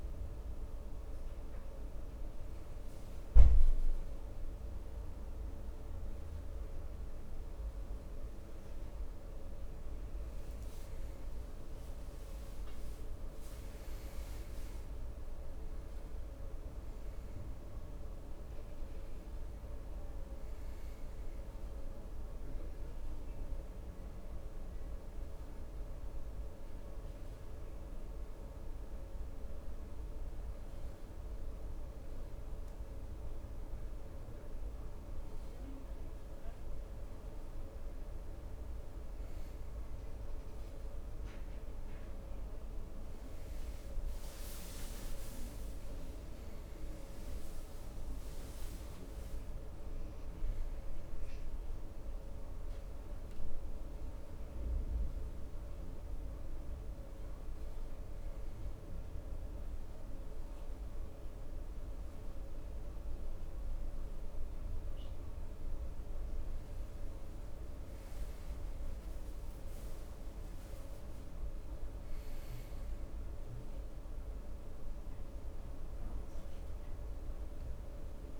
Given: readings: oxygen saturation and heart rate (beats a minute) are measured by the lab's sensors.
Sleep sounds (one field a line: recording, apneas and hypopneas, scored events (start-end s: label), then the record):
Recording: breathing in sleep, hard to hear, by a room microphone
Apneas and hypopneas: 2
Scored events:
0.00-33.00 s: oxygen desaturation (device-marked, oxygen 99% before, 93% lowest, heart rate 70 before, 67 extreme)
13.50-18.00 s: arousal
23.50-34.50 s: hypopnea (oxygen 99% before, 93% lowest, heart rate 70 before, 67 extreme, up 1 after)
38.50-43.00 s: arousal
55.50-67.00 s: hypopnea (oxygen 96% before, 94% lowest, heart rate 69 before, 66 extreme, up 4 after)
60.00-78.40 s: new sleep stage, N2 (light sleep)
70.00-75.50 s: arousal
From the record:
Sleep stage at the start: N1 (lightest sleep)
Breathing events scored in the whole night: 169 in 4.5 hours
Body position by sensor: on the back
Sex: male